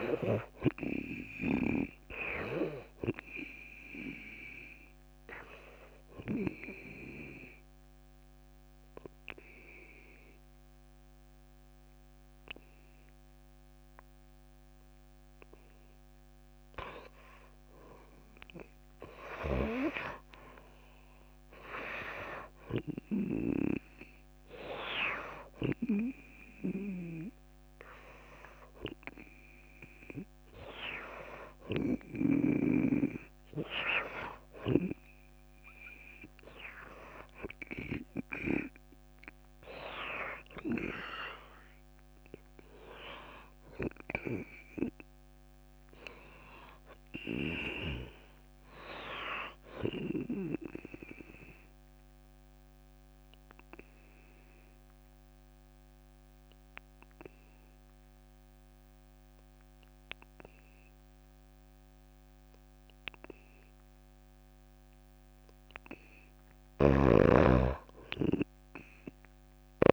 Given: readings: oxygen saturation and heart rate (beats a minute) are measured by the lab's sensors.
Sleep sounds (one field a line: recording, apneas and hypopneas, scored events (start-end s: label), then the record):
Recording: breathing in sleep by a microphone on the trachea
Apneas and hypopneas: 2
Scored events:
0.00-11.00 s: oxygen desaturation (device-marked, oxygen 77% lowest)
6.00-17.50 s: obstructive apnea (oxygen 97% before, 77% lowest)
20.00-24.00 s: arousal
27.00-37.00 s: oxygen desaturation (device-marked, oxygen 97% before, 93% lowest)
45.50-49.00 s: arousal
51.00-65.00 s: obstructive apnea (oxygen 97% before, 86% lowest)
67.00-69.93 s: snoring (device-marked)
67.50-69.93 s: arousal
68.00-69.93 s: oxygen desaturation (device-marked, oxygen 96% before, 86% lowest)
From the record:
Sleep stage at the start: N2 (light sleep)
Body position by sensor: on the back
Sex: female